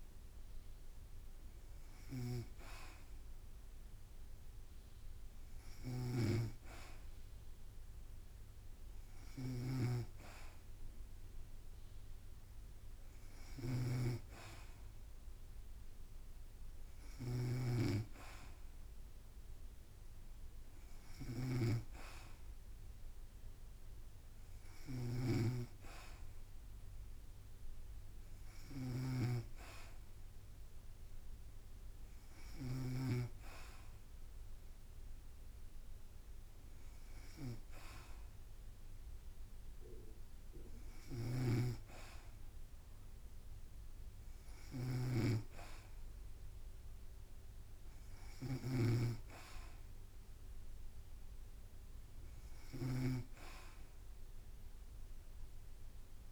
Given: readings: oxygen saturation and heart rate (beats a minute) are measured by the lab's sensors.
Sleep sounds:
breathing in sleep by a room microphone; none
6.00-33.00 s: snoring (device-marked)
41.00-56.32 s: snoring (device-marked)
From the record:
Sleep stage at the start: N2 (light sleep); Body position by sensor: on the back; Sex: female

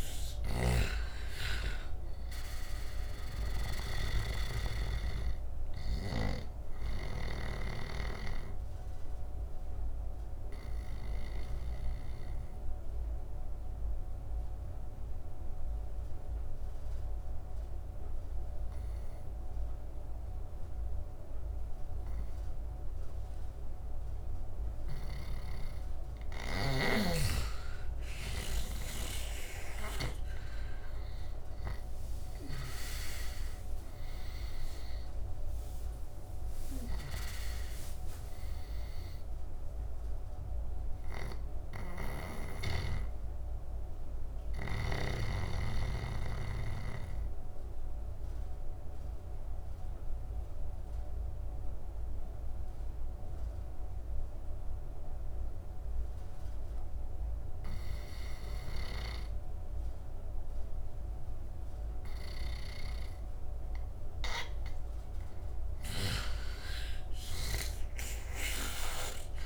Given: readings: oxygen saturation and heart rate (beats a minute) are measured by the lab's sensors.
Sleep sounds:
breathing in sleep by a room microphone; 2
0.00-3.50 s: snoring (device-marked)
0.00-28.00 s: oxygen desaturation (device-marked, oxygen 86% lowest, heart rate 72 extreme)
5.50-11.50 s: snoring (device-marked)
8.50-24.50 s: obstructive apnea (oxygen 99% before, 86% lowest, heart rate 78 before, 72 extreme, up 7 after)
24.50-44.50 s: snoring (device-marked)
27.00-30.00 s: arousal
34.00-54.00 s: oxygen desaturation (device-marked, oxygen 97% before, 86% lowest, heart rate 75 before, 72 extreme)
45.50-64.00 s: obstructive apnea (oxygen 97% before, 86% lowest, heart rate 83 before, 72 extreme, up 10 after)
58.50-69.46 s: snoring (device-marked)
65.00-69.46 s: oxygen desaturation (device-marked, oxygen 99% before, 87% lowest, heart rate 75 before, 71 extreme)
From the record:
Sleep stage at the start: N2 (light sleep); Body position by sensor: on the right side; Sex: male

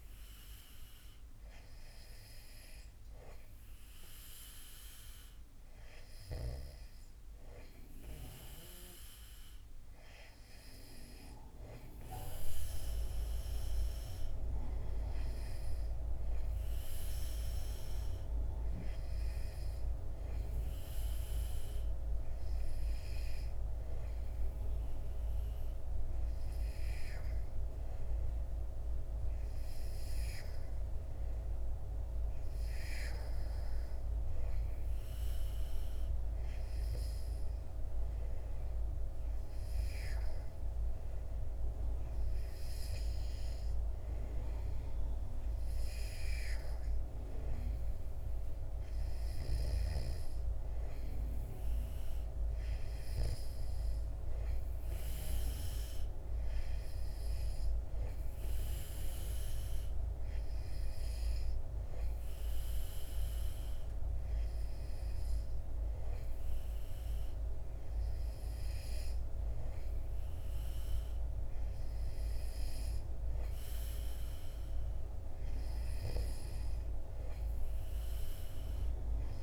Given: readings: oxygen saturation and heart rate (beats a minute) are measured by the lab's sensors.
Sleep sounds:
breathing in sleep by a room microphone; none
none scored
From the record:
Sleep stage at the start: N2 (light sleep); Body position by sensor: on the back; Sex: male

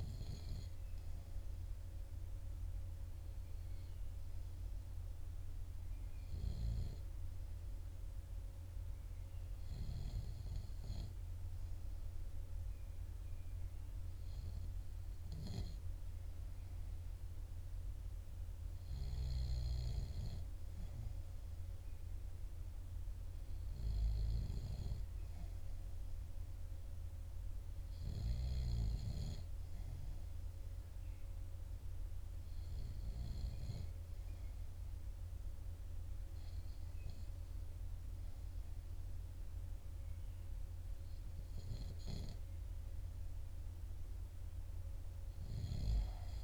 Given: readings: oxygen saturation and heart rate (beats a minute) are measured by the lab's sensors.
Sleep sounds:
breathing in sleep by a room microphone; none
none scored
From the record:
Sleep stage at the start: REM sleep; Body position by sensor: on the back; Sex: male

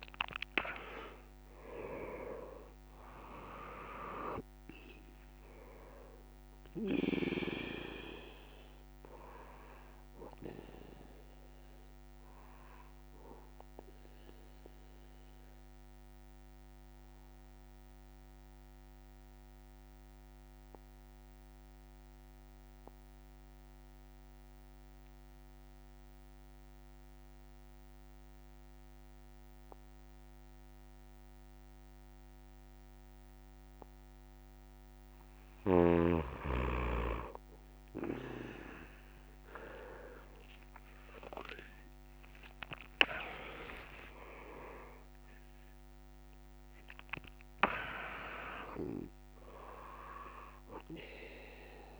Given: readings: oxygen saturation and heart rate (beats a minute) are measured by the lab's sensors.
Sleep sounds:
breathing in sleep by a microphone on the trachea; 1
5.50-26.50 s: oxygen desaturation (device-marked, oxygen 100% before, 93% lowest)
12.50-35.00 s: obstructive apnea (oxygen 100% before, 93% lowest)
40.50-52.00 s: oxygen desaturation (device-marked, oxygen 100% before, 93% lowest)
From the record:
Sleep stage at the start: N2 (light sleep); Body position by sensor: on the back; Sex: male

